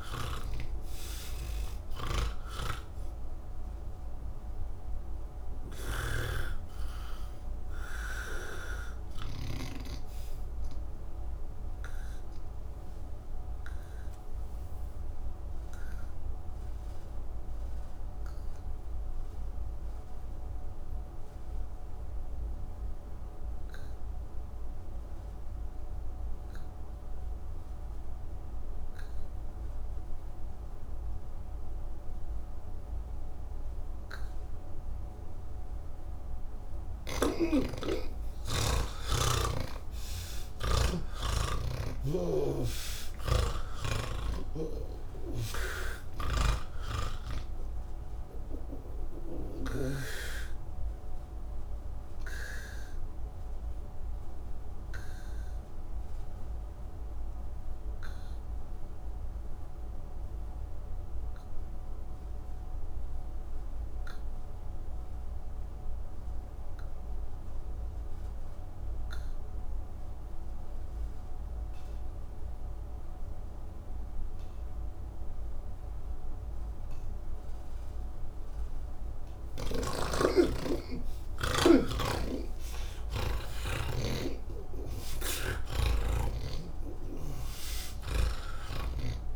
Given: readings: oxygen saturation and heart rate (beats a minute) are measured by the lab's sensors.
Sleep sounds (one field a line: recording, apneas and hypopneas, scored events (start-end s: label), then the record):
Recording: breathing in sleep by a room microphone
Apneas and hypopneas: 2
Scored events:
0.00-9.50 s: snoring (device-marked)
0.00-23.50 s: oxygen desaturation (device-marked, oxygen 82% lowest, heart rate 69 extreme)
7.50-37.50 s: obstructive apnea (oxygen 98% before, 82% lowest)
30.50-40.50 s: oxygen desaturation (device-marked, oxygen 98% before, 90% lowest)
44.00-49.50 s: snoring (device-marked)
47.50-66.50 s: oxygen desaturation (device-marked, oxygen 96% before, 82% lowest)
51.00-78.00 s: obstructive apnea (oxygen 98% before, 78% lowest)
77.50-89.35 s: oxygen desaturation (device-marked, oxygen 98% before, 78% lowest, heart rate 94 before, 60 extreme)
84.00-88.00 s: snoring (device-marked)
From the record:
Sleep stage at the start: N1 (lightest sleep)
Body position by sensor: on the back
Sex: male